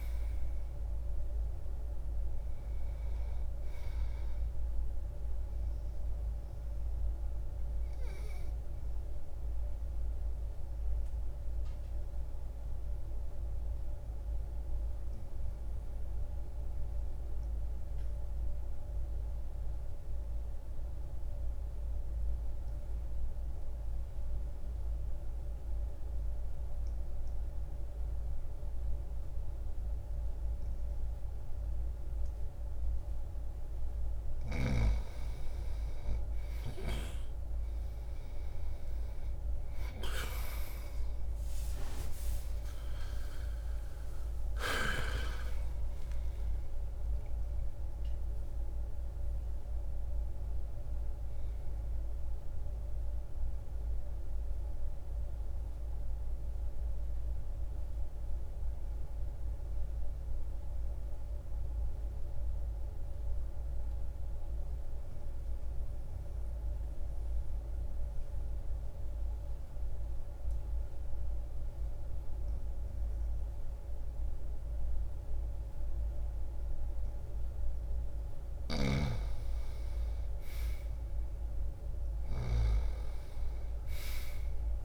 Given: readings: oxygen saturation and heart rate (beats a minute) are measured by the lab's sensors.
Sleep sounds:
breathing in sleep by a room microphone; 2
0.00-23.50 s: oxygen desaturation (device-marked, oxygen 88% lowest, heart rate 59 extreme)
6.50-34.50 s: mixed apnea (oxygen 98% before, 88% lowest, heart rate 60 before, 59 extreme, up 2 after)
34.50-57.50 s: oxygen desaturation (device-marked, oxygen 98% before, 88% lowest, heart rate 61 before, 60 extreme)
37.00-43.50 s: arousal
56.50-78.50 s: mixed apnea (oxygen 98% before, 85% lowest, heart rate 63 before, 60 extreme, up 1 after)
78.50-84.85 s: snoring (device-marked)
80.00-84.85 s: arousal
82.50-84.85 s: oxygen desaturation (device-marked, oxygen 99% before, 85% lowest, heart rate 60 before, 59 extreme)
From the record:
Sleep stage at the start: N2 (light sleep); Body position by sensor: on the back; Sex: male

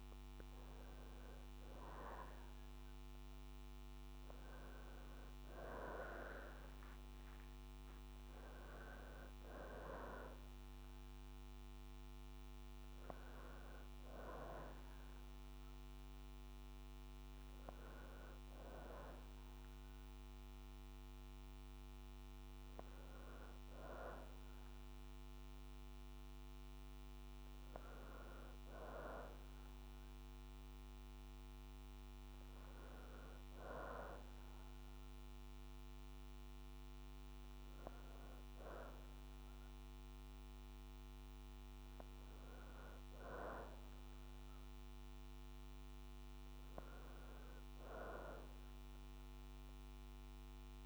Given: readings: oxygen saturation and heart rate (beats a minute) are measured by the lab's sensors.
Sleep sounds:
breathing in sleep by a microphone on the trachea; none
0.00-3.00 s: arousal
From the record:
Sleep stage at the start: N2 (light sleep); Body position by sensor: on the back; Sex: female

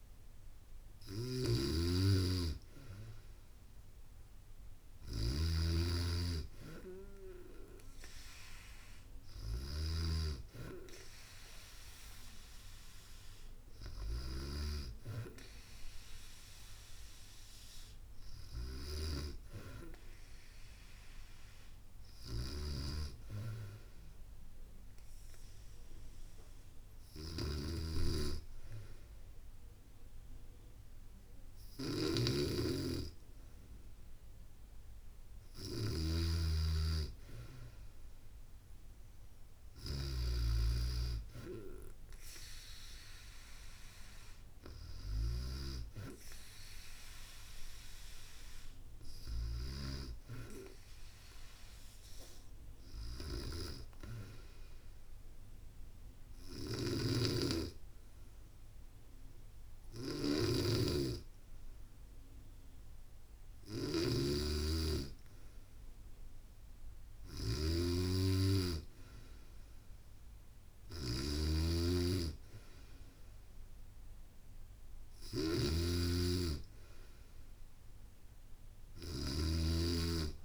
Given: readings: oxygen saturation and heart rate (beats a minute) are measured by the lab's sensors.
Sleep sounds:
breathing in sleep by a room microphone; none
0.00-9.50 s: snoring (device-marked)
22.00-49.50 s: snoring (device-marked)
56.00-80.45 s: snoring (device-marked)
From the record:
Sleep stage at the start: N2 (light sleep); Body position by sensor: on the back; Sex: female

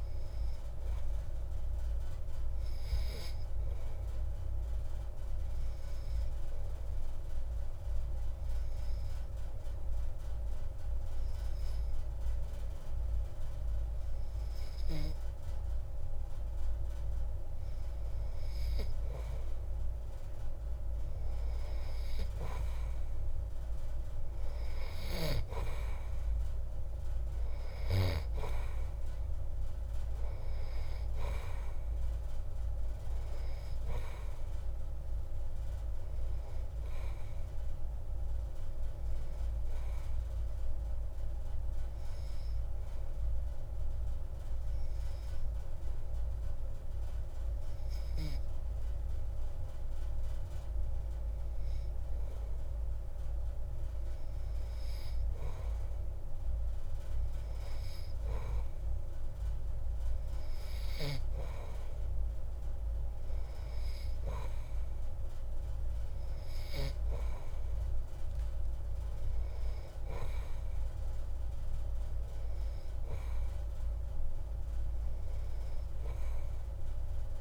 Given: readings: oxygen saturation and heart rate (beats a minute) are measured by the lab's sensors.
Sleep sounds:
breathing in sleep by a room microphone; 2
4.50-16.00 s: obstructive apnea (oxygen 96% before, 92% lowest)
19.00-23.00 s: arousal
40.50-51.00 s: obstructive apnea (oxygen 96% before, 92% lowest)
53.50-57.50 s: arousal
69.00-73.00 s: arousal
From the record:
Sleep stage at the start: N2 (light sleep); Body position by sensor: on the back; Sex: male

